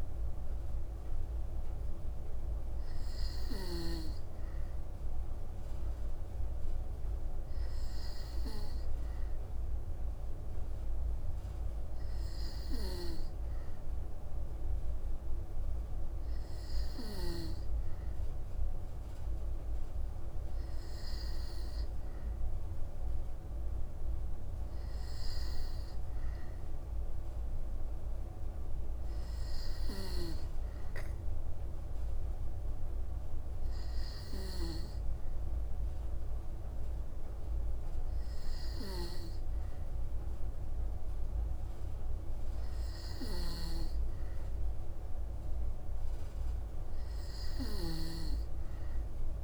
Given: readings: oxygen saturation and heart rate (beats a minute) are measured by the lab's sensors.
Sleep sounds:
breathing in sleep by a room microphone; none
0.00-3.50 s: snoring (device-marked)
43.00-49.44 s: snoring (device-marked)
From the record:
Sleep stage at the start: N2 (light sleep); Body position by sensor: on the back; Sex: female

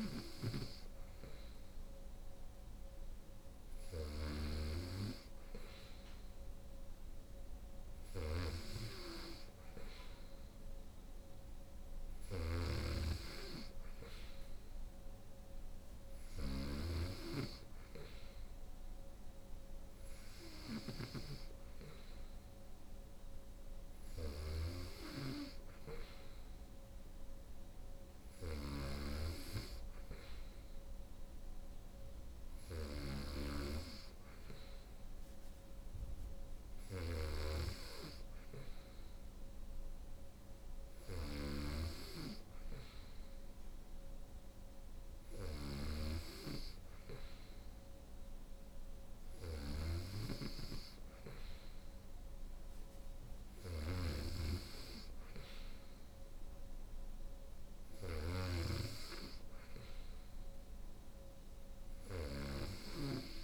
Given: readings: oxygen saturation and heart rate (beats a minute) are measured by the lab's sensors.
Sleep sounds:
breathing in sleep by a room microphone; none
0.00-63.44 s: snoring (device-marked)
From the record:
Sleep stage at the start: N3 (deep sleep); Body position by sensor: on the right side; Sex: female

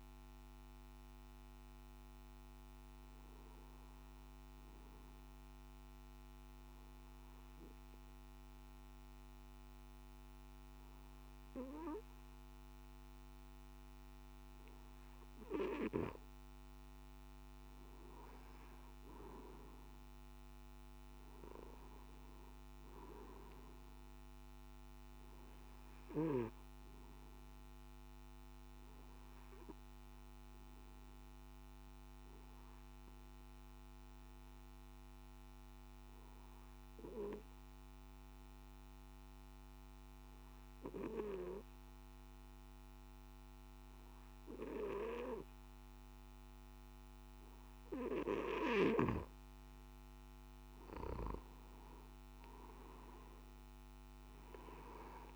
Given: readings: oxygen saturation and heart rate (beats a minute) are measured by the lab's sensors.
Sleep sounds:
breathing in sleep by a microphone on the trachea; 2
0.00-1.50 s: oxygen desaturation (device-marked, oxygen 92% lowest, heart rate 52 extreme)
4.00-15.50 s: obstructive apnea (oxygen 98% before, 92% lowest, heart rate 53 before, 52 extreme, up 3 after)
32.50-48.50 s: obstructive apnea (oxygen 98% before, 92% lowest, heart rate 55 before, 51 extreme, up 8 after)
From the record:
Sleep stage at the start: N2 (light sleep); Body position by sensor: on the back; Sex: male

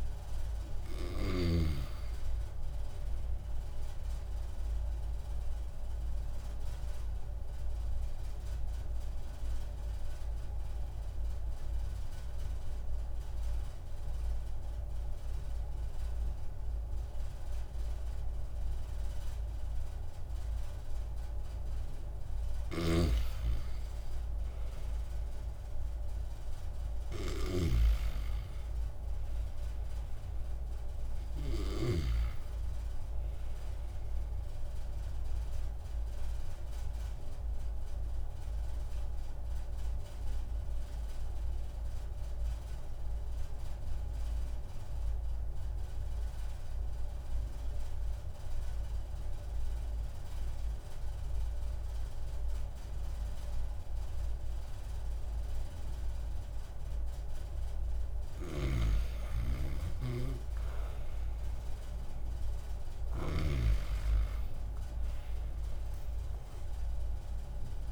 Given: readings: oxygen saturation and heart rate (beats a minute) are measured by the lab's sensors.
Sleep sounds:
breathing in sleep by a room microphone; 2
0.00-1.50 s: arousal
0.00-1.50 s: snoring (device-marked)
6.00-22.00 s: obstructive apnea (oxygen 97% before, 91% lowest)
23.50-27.00 s: arousal
26.00-49.00 s: oxygen desaturation (device-marked, oxygen 96% before, 92% lowest)
35.50-57.50 s: obstructive apnea (oxygen 96% before, 91% lowest)
60.00-67.92 s: oxygen desaturation (device-marked, oxygen 97% before, 91% lowest)
60.50-64.00 s: arousal
From the record:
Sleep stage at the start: N2 (light sleep); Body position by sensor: on the back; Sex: male

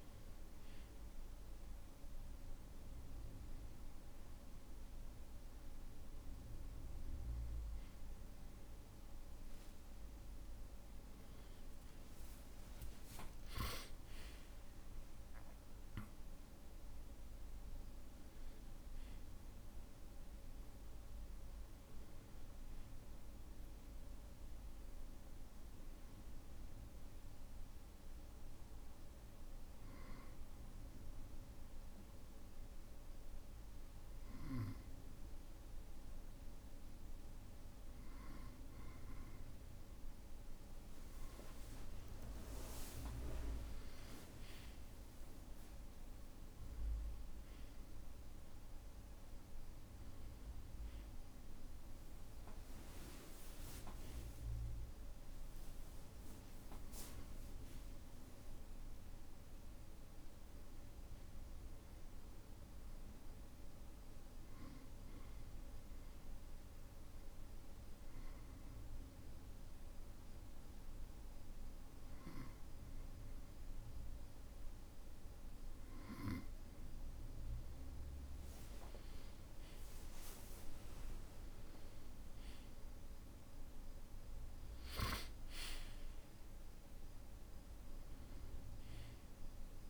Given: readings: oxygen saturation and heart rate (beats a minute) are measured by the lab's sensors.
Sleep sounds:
breathing in sleep by a room microphone; 2
27.00-39.00 s: hypopnea (oxygen 97% before, 95% lowest, heart rate 62 before, 57 extreme, up 8 after)
43.00-48.00 s: arousal
65.50-76.50 s: hypopnea (oxygen 97% before, 95% lowest, heart rate 63 before, 57 extreme, up 7 after)
80.50-86.50 s: arousal
From the record:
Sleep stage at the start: N2 (light sleep); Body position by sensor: on the back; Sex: male

